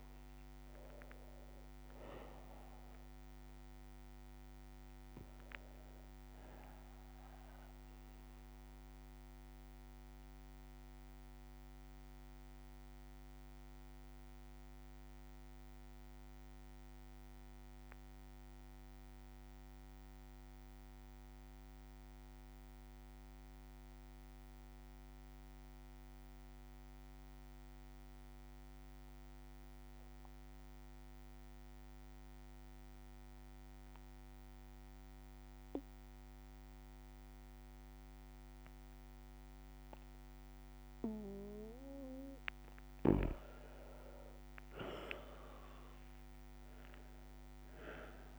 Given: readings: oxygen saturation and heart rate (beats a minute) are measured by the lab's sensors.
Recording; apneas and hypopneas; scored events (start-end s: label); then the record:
breathing in sleep by a microphone on the trachea; 1
0.00-21.00 s: oxygen desaturation (device-marked, oxygen 92% lowest, heart rate 56 extreme)
7.00-34.00 s: bradycardia (device-marked, heart rate 62 before, 56 extreme)
9.50-39.50 s: obstructive apnea (oxygen 99% before, 92% lowest, heart rate 61 before, 55 extreme, up 5 after)
37.00-48.39 s: oxygen desaturation (device-marked, oxygen 99% before, 93% lowest, heart rate 57 before, 54 extreme)
43.50-48.00 s: arousal
From the record:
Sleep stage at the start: N2 (light sleep); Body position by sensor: on the back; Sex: male